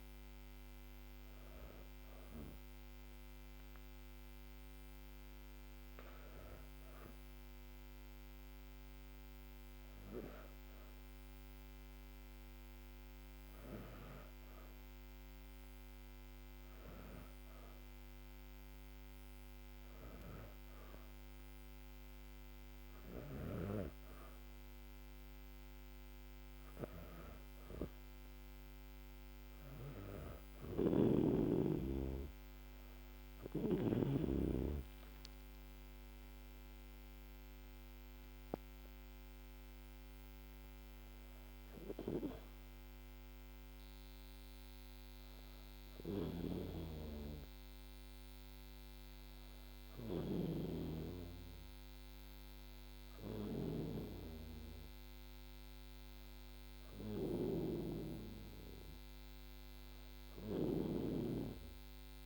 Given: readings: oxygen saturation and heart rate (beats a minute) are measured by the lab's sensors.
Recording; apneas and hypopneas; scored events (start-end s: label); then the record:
breathing in sleep by a microphone on the trachea; none
30.00-33.50 s: snoring (device-marked)
35.00-39.50 s: arousal
45.50-60.50 s: snoring (device-marked)
From the record:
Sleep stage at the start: N2 (light sleep); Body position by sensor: on the back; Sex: female